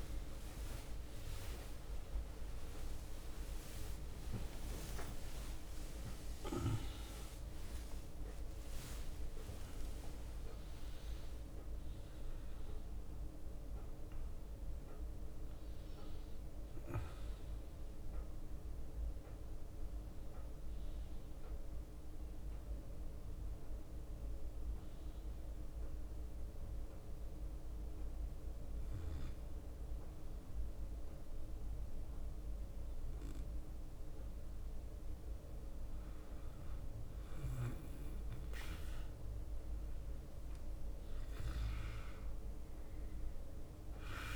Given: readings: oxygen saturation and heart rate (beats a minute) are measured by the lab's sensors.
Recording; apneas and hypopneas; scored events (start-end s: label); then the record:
a person partly awake in a sleep study, hard to hear, by a room microphone; none
0.00-10.50 s: tachycardia (device-marked, heart rate 188 extreme)
0.50-2.50 s: long interval between heartbeats (device-marked, heart rate 73 before, 151 extreme)
2.50-14.50 s: drop in pulse transit time (device-marked, heart rate 82 before, 98 extreme)
6.00-8.00 s: long interval between heartbeats (device-marked, heart rate 97 before, 171 extreme)
8.50-10.50 s: long interval between heartbeats (device-marked, heart rate 114 before, 167 extreme)
19.50-44.36 s: new sleep stage, N2 (light sleep)
39.50-44.00 s: leg movement (device-marked)
From the record:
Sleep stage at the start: awake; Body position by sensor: on the back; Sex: male